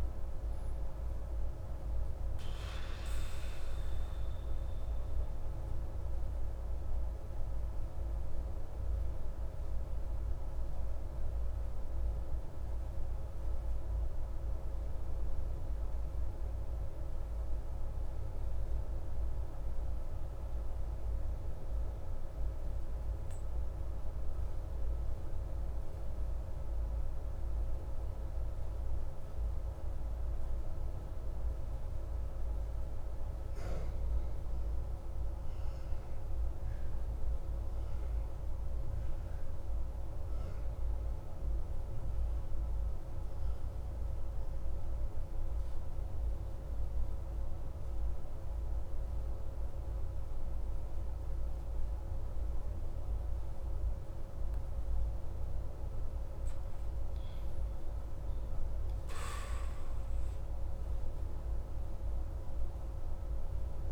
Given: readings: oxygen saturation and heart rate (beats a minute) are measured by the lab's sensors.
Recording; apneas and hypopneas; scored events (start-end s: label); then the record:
breathing in sleep, hard to hear, by a room microphone; 1
4.00-55.50 s: obstructive apnea (oxygen 95% before, 90% lowest)
42.50-63.92 s: oxygen desaturation (device-marked, oxygen 98% before, 94% lowest)
57.50-60.50 s: arousal
From the record:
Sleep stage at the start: N2 (light sleep); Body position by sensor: on the back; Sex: male